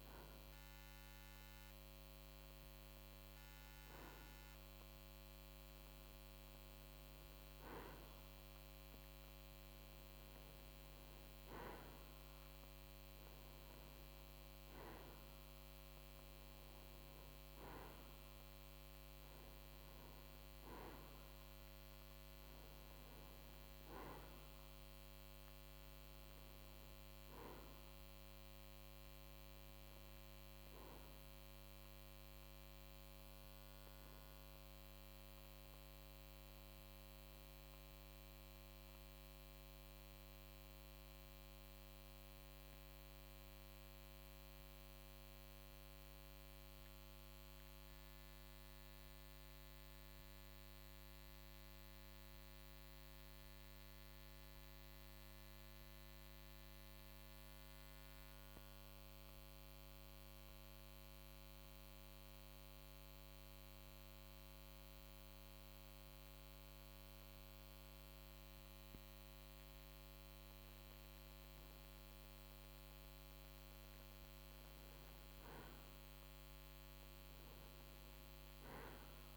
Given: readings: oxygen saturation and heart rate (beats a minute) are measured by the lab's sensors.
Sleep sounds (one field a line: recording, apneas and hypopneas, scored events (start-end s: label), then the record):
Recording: breathing in sleep, hard to hear, by a microphone on the trachea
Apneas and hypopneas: 1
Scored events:
0.00-3.50 s: arousal
44.50-68.50 s: mixed apnea (oxygen 93% before, 91% lowest, heart rate 55 before, 51 extreme, up 3 after)
71.00-74.50 s: arousal
From the record:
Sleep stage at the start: N2 (light sleep)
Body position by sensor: on the right side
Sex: male